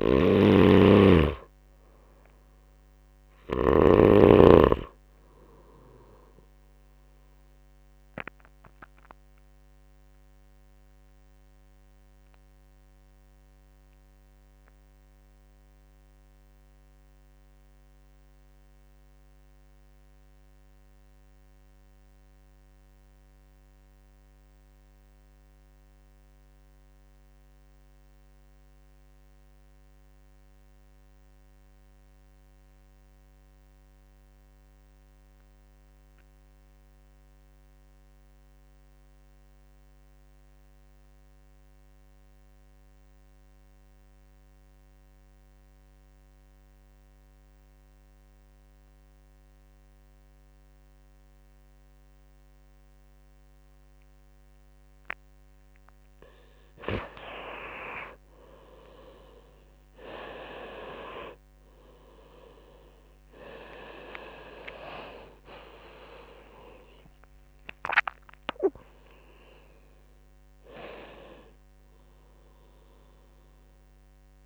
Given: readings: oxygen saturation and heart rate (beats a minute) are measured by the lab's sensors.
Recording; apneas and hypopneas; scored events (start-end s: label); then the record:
breathing in sleep by a microphone on the trachea; 1
0.00-3.00 s: snoring (device-marked)
0.00-17.50 s: oxygen desaturation (device-marked, oxygen 86% lowest)
6.00-54.00 s: obstructive apnea (oxygen 99% before, 81% lowest)
23.50-74.45 s: oxygen desaturation (device-marked, oxygen 98% before, 81% lowest)
56.00-59.00 s: arousal
66.50-70.50 s: arousal
From the record:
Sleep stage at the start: N2 (light sleep); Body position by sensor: on the right side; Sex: male